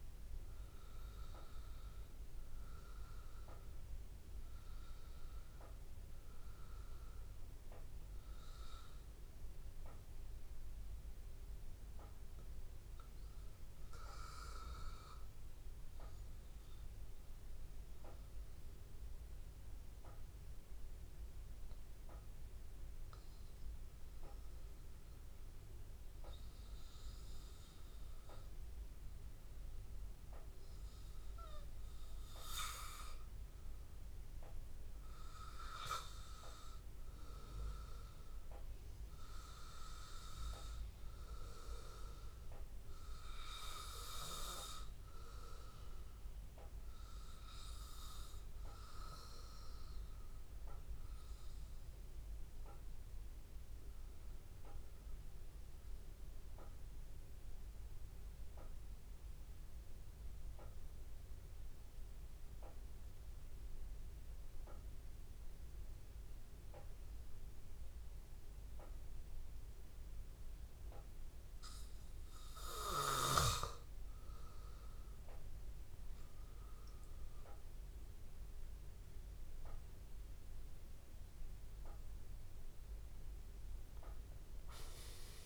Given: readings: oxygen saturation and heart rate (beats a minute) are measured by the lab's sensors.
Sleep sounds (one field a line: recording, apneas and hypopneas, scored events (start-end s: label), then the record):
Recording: breathing in sleep by a room microphone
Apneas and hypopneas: 1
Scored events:
0.00-3.00 s: arousal
53.50-72.00 s: hypopnea (oxygen 97% before, 93% lowest, heart rate 84 before, 83 extreme, up 2 after)
69.50-85.46 s: oxygen desaturation (device-marked, oxygen 97% before, 93% lowest, heart rate 83 before, 82 extreme)
74.00-79.00 s: arousal
From the record:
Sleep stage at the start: N2 (light sleep)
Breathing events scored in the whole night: 192 in 3.7 hours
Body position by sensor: on the back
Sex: male